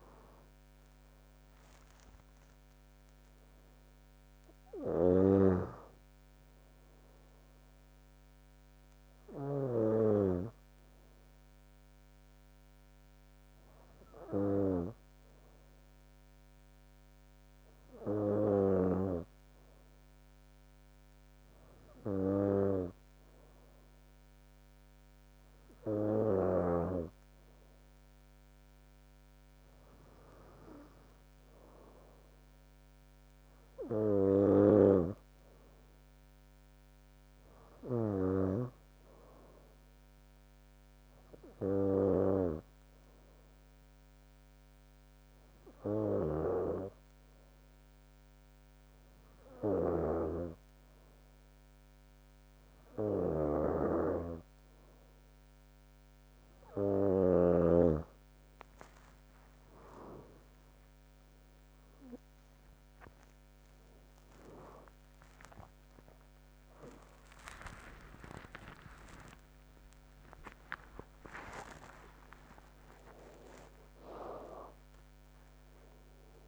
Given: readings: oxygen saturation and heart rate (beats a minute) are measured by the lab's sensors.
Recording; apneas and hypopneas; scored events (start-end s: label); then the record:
breathing in sleep by a microphone on the trachea; 2
5.00-10.50 s: snoring (device-marked)
7.00-76.48 s: new sleep stage, N2 (light sleep)
9.50-24.50 s: hypopnea (oxygen 96% before, 94% lowest, heart rate 71 before, 63 extreme, up 2 after)
26.00-29.00 s: arousal
42.50-55.00 s: hypopnea (oxygen 98% before, 94% lowest, heart rate 69 before, 76 extreme)
49.00-51.00 s: long interval between heartbeats (device-marked, heart rate 68 before, 84 extreme)
50.00-57.50 s: snoring (device-marked)
51.00-53.00 s: long interval between heartbeats (device-marked, heart rate 69 before, 98 extreme)
53.50-55.50 s: long interval between heartbeats (device-marked, heart rate 73 before, 118 extreme)
57.50-59.50 s: long interval between heartbeats (device-marked, heart rate 82 before, 129 extreme)
59.00-62.50 s: arousal
64.00-72.00 s: oxygen desaturation (device-marked, oxygen 97% before, 94% lowest, heart rate 99 before, 60 extreme)
67.00-69.00 s: long interval between heartbeats (device-marked, heart rate 101 before, 89 extreme)
69.00-71.00 s: long interval between heartbeats (device-marked, heart rate 104 before, 116 extreme)
71.00-73.00 s: long interval between heartbeats (device-marked, heart rate 107 before, 147 extreme)
73.00-75.00 s: long interval between heartbeats (device-marked, heart rate 112 before, 137 extreme)
From the record:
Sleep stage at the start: N3 (deep sleep); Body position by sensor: on the back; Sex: female